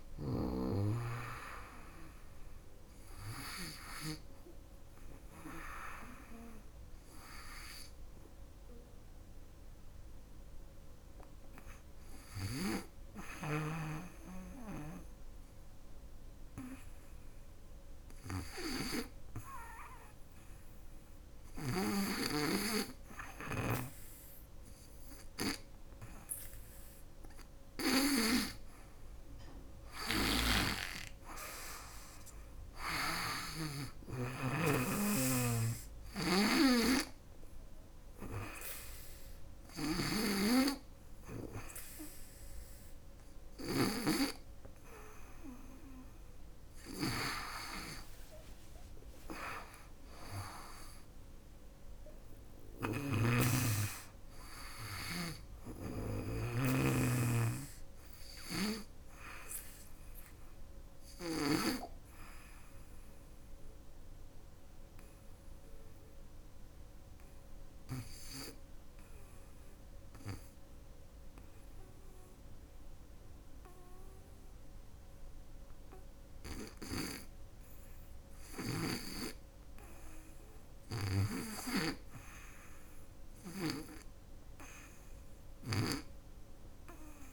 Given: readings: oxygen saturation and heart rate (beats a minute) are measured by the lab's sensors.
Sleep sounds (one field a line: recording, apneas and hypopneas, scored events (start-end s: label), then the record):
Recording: breathing in sleep by a room microphone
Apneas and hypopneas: 3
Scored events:
0.00-12.50 s: oxygen desaturation (device-marked, oxygen 87% lowest, heart rate 75 extreme)
8.50-26.00 s: hypopnea (oxygen 98% before, 88% lowest, heart rate 86 before, 75 extreme, up 12 after)
27.50-31.00 s: arousal
32.50-48.50 s: oxygen desaturation (device-marked, oxygen 98% before, 93% lowest, heart rate 78 before, 69 extreme)
34.50-43.00 s: snoring (device-marked)
35.00-46.00 s: hypopnea (oxygen 100% before, 93% lowest, heart rate 79 before, 77 extreme, up 7 after)
50.00-54.50 s: arousal
52.00-61.00 s: snoring (device-marked)
60.50-77.00 s: obstructive apnea (oxygen 98% before, 87% lowest, heart rate 86 before, 63 extreme, up 2 after)
77.50-81.00 s: snoring (device-marked)
79.00-84.00 s: arousal
From the record:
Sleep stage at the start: REM sleep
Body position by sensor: on the back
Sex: female